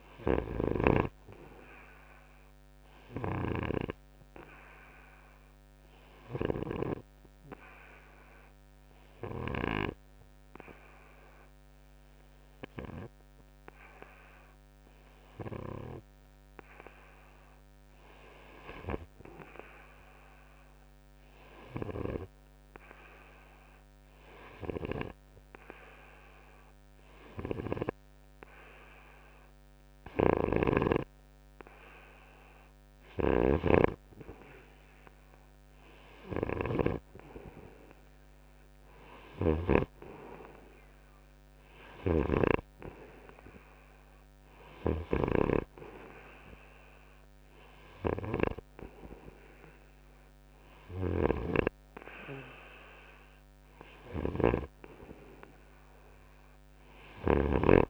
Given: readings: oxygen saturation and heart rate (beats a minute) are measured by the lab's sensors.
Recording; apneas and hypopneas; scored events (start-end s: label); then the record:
breathing in sleep by a microphone on the trachea; 2
0.00-3.50 s: arousal
4.50-26.50 s: oxygen desaturation (device-marked, oxygen 97% before, 91% lowest, heart rate 66 before, 66 extreme)
6.00-17.00 s: obstructive apnea (oxygen 97% before, 88% lowest, heart rate 66 before, 66 extreme, up 2 after)
18.00-20.50 s: arousal
22.50-32.50 s: hypopnea (oxygen 97% before, 88% lowest, heart rate 67 before, 69 extreme, up 3 after)
35.00-39.00 s: arousal
42.00-51.50 s: snoring (device-marked)
From the record:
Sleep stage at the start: N2 (light sleep); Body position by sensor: on the front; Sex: male